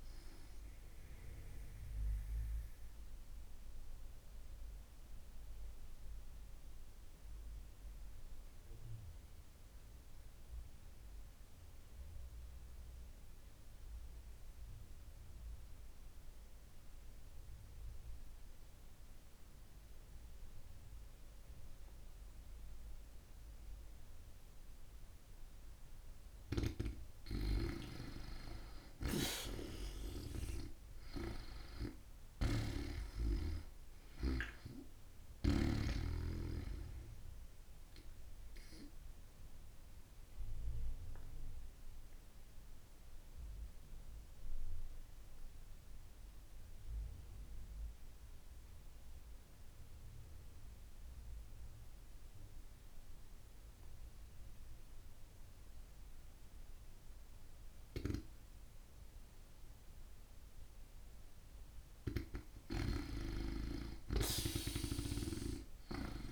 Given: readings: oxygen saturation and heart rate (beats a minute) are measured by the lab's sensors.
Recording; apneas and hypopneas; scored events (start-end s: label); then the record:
breathing in sleep by a room microphone; 2
1.00-25.50 s: obstructive apnea (oxygen 95% before, 87% lowest)
25.00-36.00 s: oxygen desaturation (device-marked, oxygen 93% before, 87% lowest)
26.50-30.50 s: arousal
28.50-35.00 s: snoring (device-marked)
38.00-60.50 s: obstructive apnea (oxygen 96% before, 88% lowest)
62.00-66.32 s: oxygen desaturation (device-marked, oxygen 95% before, 88% lowest)
62.00-66.32 s: snoring (device-marked)
62.50-66.00 s: arousal
From the record:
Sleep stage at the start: N2 (light sleep); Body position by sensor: on the back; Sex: female